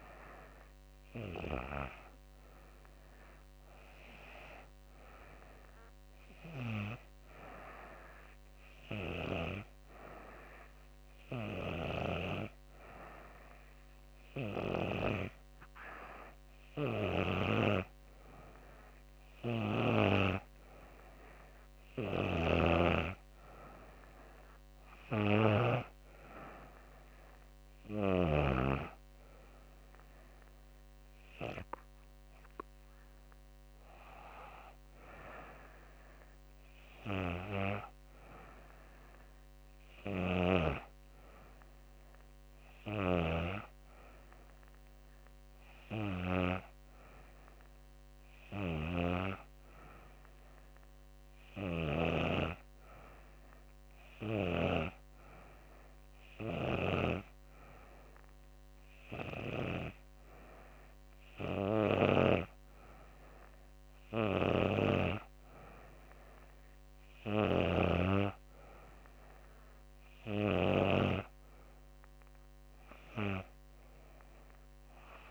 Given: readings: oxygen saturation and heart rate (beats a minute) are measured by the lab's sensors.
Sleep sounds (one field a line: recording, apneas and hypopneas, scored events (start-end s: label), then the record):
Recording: breathing in sleep by a microphone on the trachea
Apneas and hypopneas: 1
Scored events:
5.00-15.50 s: hypopnea (oxygen 95% before, 92% lowest, heart rate 82 before, 78 extreme, up 3 after)
17.50-20.50 s: arousal
From the record:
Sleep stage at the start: N2 (light sleep)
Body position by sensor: on the back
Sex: female